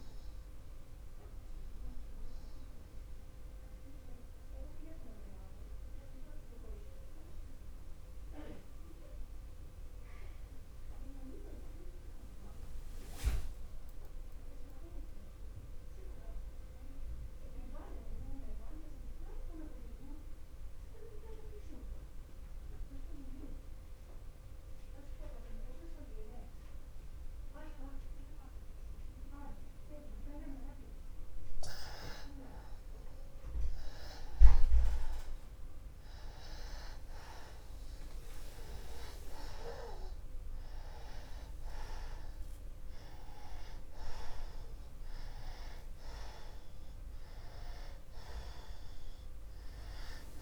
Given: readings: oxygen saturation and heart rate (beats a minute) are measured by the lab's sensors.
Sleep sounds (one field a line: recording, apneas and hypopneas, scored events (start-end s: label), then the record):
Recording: breathing in sleep by a room microphone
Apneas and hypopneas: 1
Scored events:
0.00-18.00 s: oxygen desaturation (device-marked, oxygen 85% lowest)
3.50-32.00 s: mixed apnea (oxygen 97% before, 82% lowest)
34.50-38.00 s: arousal
38.00-50.42 s: oxygen desaturation (device-marked, oxygen 97% before, 82% lowest, heart rate 45 before, 35 extreme)
From the record:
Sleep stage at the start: N2 (light sleep)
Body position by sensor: on the back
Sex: male